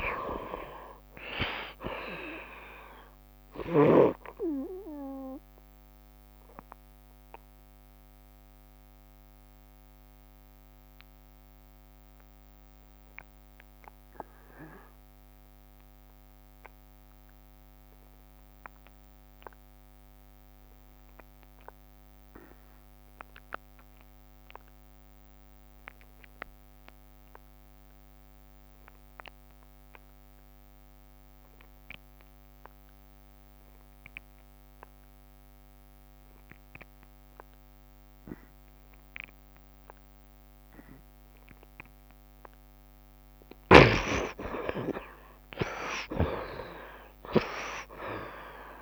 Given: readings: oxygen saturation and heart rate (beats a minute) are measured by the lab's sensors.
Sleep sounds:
breathing in sleep by a microphone on the trachea; 1
0.00-4.50 s: snoring (device-marked)
0.00-14.50 s: oxygen desaturation (device-marked, oxygen 53% lowest, heart rate 71 extreme)
6.00-42.00 s: mixed apnea (oxygen 68% before, 53% lowest, heart rate 77 before, 71 extreme, up 14 after)
19.00-21.00 s: long interval between heartbeats (device-marked, heart rate 77 before, 71 extreme)
23.00-25.00 s: long interval between heartbeats (device-marked, heart rate 76 before, 78 extreme)
24.50-48.82 s: oxygen desaturation (device-marked, oxygen 84% before, 53% lowest, heart rate 76 before, 72 extreme)
45.00-48.82 s: arousal
46.00-48.00 s: long interval between heartbeats (device-marked, heart rate 76 before, 83 extreme)
From the record:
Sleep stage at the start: N2 (light sleep); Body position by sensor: on the right side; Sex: male

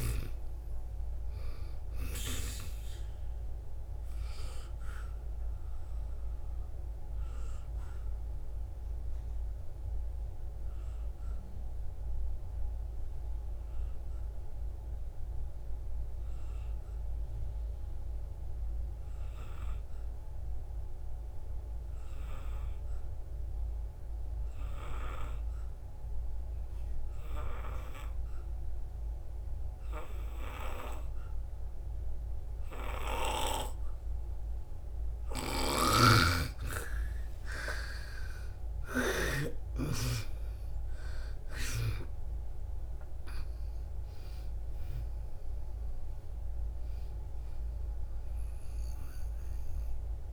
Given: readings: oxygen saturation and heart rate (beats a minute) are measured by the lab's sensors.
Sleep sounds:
breathing in sleep by a room microphone; 1
2.50-25.50 s: oxygen desaturation (device-marked, oxygen 99% before, 88% lowest, heart rate 64 before, 55 extreme)
5.50-36.00 s: obstructive apnea (oxygen 99% before, 86% lowest, heart rate 66 before, 55 extreme, up 11 after)
33.50-50.33 s: oxygen desaturation (device-marked, oxygen 98% before, 86% lowest, heart rate 59 before, 57 extreme)
36.00-40.00 s: snoring (device-marked)
38.50-44.00 s: arousal
From the record:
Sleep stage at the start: N2 (light sleep); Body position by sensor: on the back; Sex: female

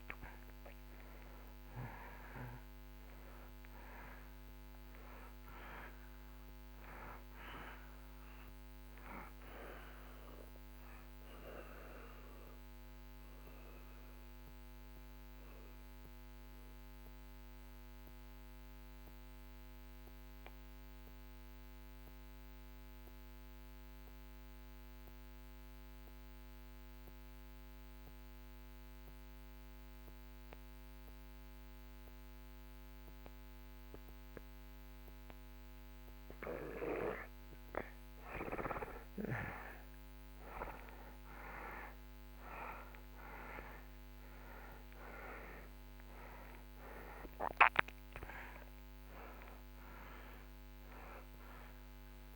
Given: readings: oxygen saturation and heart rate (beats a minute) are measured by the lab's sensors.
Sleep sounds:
breathing in sleep by a microphone on the trachea; 1
0.00-2.50 s: arousal
0.00-31.00 s: oxygen desaturation (device-marked, oxygen 79% lowest)
15.00-36.50 s: mixed apnea (oxygen 97% before, 76% lowest)
38.50-43.50 s: arousal
41.00-52.36 s: oxygen desaturation (device-marked, oxygen 96% before, 76% lowest)
From the record:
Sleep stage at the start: N2 (light sleep); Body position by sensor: on the back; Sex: male

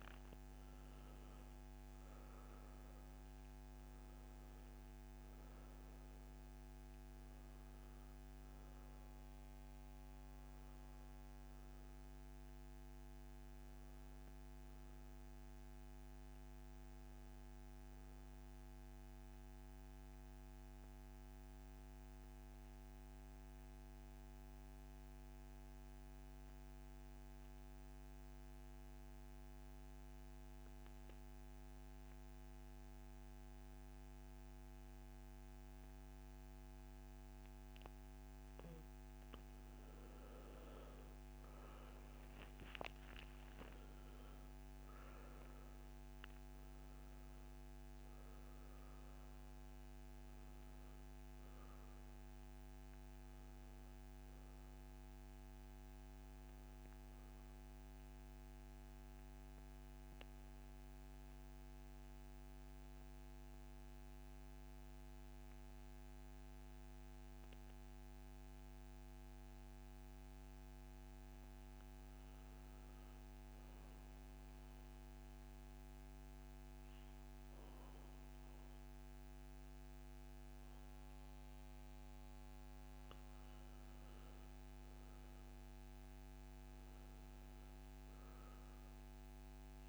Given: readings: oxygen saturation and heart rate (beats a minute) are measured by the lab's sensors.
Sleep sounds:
breathing in sleep, hard to hear, by a microphone on the trachea; 2
0.00-1.00 s: arousal
0.00-17.50 s: oxygen desaturation (device-marked, oxygen 84% lowest, heart rate 64 extreme)
19.00-39.00 s: obstructive apnea (oxygen 97% before, 82% lowest, heart rate 74 before, 64 extreme, up 14 after)
37.50-59.50 s: oxygen desaturation (device-marked, oxygen 97% before, 82% lowest, heart rate 69 before, 64 extreme)
41.50-46.00 s: arousal
58.50-72.00 s: obstructive apnea (oxygen 97% before, 88% lowest, heart rate 73 before, 64 extreme, up 6 after)
74.00-77.50 s: arousal
76.50-89.89 s: oxygen desaturation (device-marked, oxygen 98% before, 90% lowest, heart rate 70 before, 63 extreme)
From the record:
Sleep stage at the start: N2 (light sleep); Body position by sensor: on the back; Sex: male

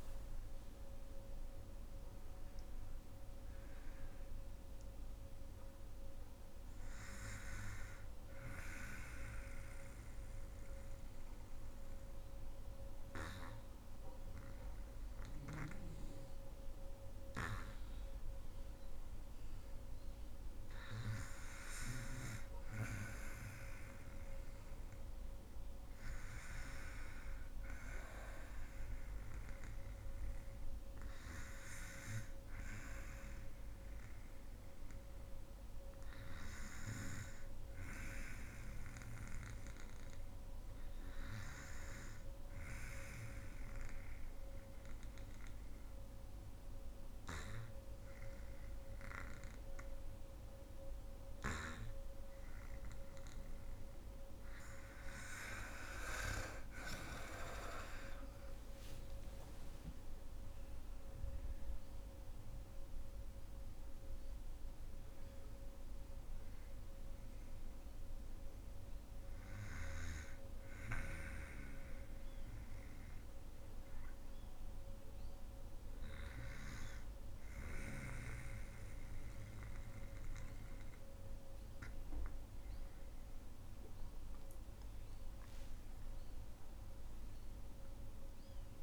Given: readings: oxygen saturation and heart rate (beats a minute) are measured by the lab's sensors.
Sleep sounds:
breathing in sleep by a room microphone; 3
2.50-16.50 s: oxygen desaturation (device-marked, oxygen 95% before, 90% lowest, heart rate 61 before, 57 extreme)
8.00-18.50 s: obstructive apnea (oxygen 95% before, 89% lowest, heart rate 63 before, 57 extreme, up 6 after)
20.50-24.00 s: arousal
24.50-38.50 s: oxygen desaturation (device-marked, oxygen 98% before, 93% lowest, heart rate 61 before, 58 extreme)
37.50-52.50 s: obstructive apnea (oxygen 98% before, 89% lowest, heart rate 63 before, 56 extreme, up 9 after)
54.50-78.50 s: oxygen desaturation (device-marked, oxygen 97% before, 89% lowest, heart rate 60 before, 56 extreme)
57.50-61.50 s: arousal
70.50-83.50 s: obstructive apnea (oxygen 97% before, 89% lowest, heart rate 64 before, 56 extreme, up 8 after)
85.00-88.83 s: arousal
From the record:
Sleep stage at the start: N2 (light sleep); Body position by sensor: on the back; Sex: female

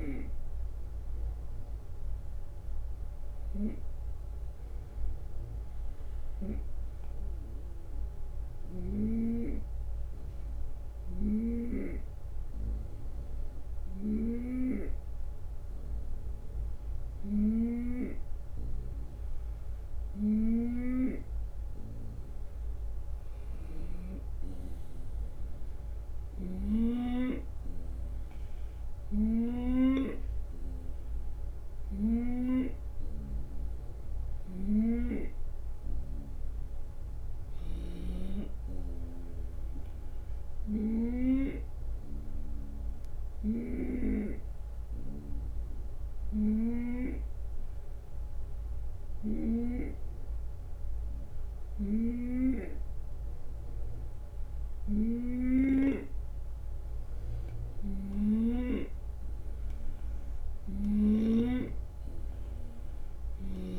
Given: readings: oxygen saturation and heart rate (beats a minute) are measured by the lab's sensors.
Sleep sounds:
breathing in sleep by a room microphone; 2
6.50-21.00 s: hypopnea (oxygen 95% before, 92% lowest)
20.50-30.00 s: snoring (device-marked)
24.00-28.50 s: arousal
33.50-34.50 s: drop in pulse transit time (device-marked)
39.50-55.00 s: hypopnea (oxygen 96% before, 91% lowest)
40.50-63.50 s: snoring (device-marked)
From the record:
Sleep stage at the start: N2 (light sleep); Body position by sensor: on the right side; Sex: male

